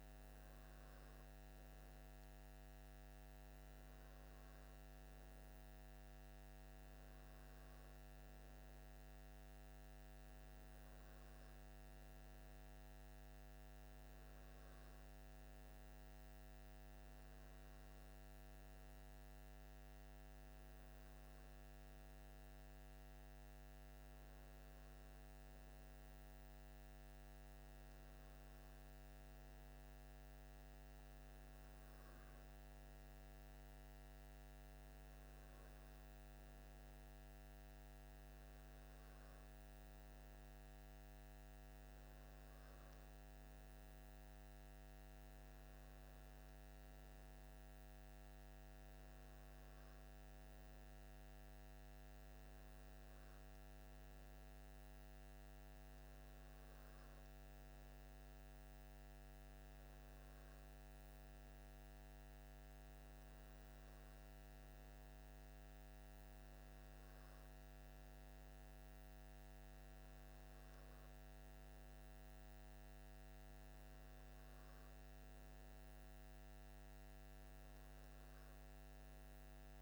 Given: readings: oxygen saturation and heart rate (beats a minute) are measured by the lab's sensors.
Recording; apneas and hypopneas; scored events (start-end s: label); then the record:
breathing in sleep, hard to hear, by a microphone on the trachea; none
none scored
From the record:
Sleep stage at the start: N2 (light sleep); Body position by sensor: on the left side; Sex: male